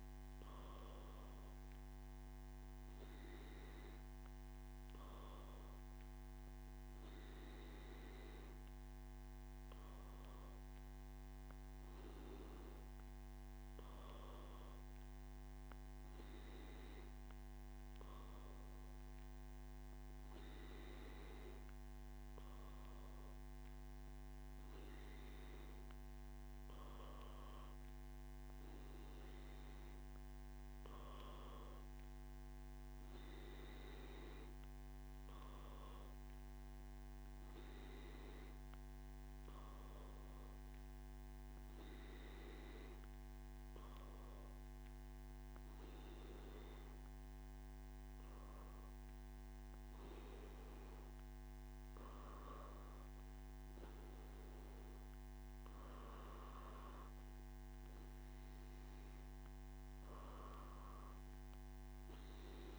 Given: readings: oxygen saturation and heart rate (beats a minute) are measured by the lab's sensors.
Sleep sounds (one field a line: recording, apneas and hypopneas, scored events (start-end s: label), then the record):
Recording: breathing in sleep, hard to hear, by a microphone on the trachea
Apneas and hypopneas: none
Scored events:
none scored
From the record:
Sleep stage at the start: N2 (light sleep)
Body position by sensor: on the back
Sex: male